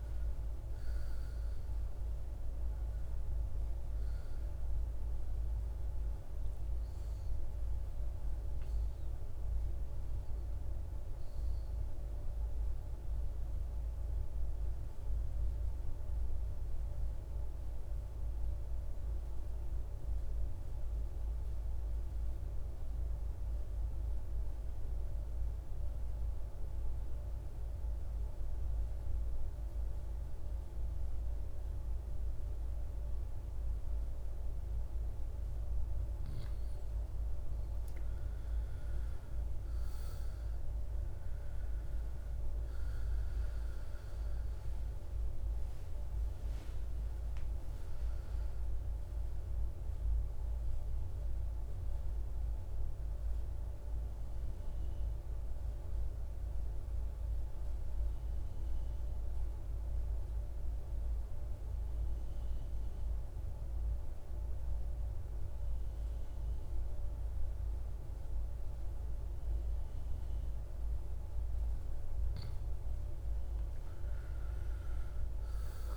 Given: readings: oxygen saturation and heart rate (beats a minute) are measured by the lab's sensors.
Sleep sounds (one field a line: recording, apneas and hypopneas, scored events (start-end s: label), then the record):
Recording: breathing in sleep, hard to hear, by a room microphone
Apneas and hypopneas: 2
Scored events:
0.00-12.50 s: oxygen desaturation (device-marked, oxygen 83% lowest, heart rate 54 extreme)
16.00-35.50 s: mixed apnea (oxygen 99% before, 86% lowest, heart rate 69 before, 54 extreme, up 13 after)
34.50-61.50 s: oxygen desaturation (device-marked, oxygen 99% before, 86% lowest, heart rate 57 before, 52 extreme)
38.00-43.00 s: arousal
56.00-71.50 s: mixed apnea (oxygen 98% before, 81% lowest, heart rate 66 before, 52 extreme, up 13 after)
74.00-75.97 s: arousal
From the record:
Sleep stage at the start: N2 (light sleep)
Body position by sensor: on the back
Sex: male